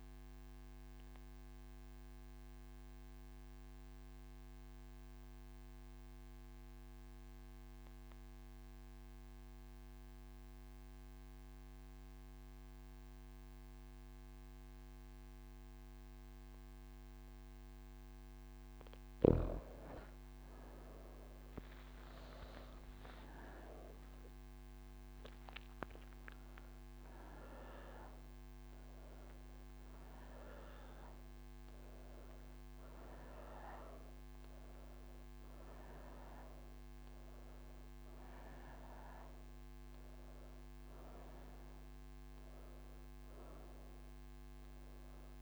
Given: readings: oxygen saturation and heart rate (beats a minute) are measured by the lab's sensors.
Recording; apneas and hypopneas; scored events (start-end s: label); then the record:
breathing in sleep by a microphone on the trachea; none
20.00-45.42 s: oxygen desaturation (device-marked, oxygen 98% before, 88% lowest)
From the record:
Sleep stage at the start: N3 (deep sleep); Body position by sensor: on the right side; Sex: female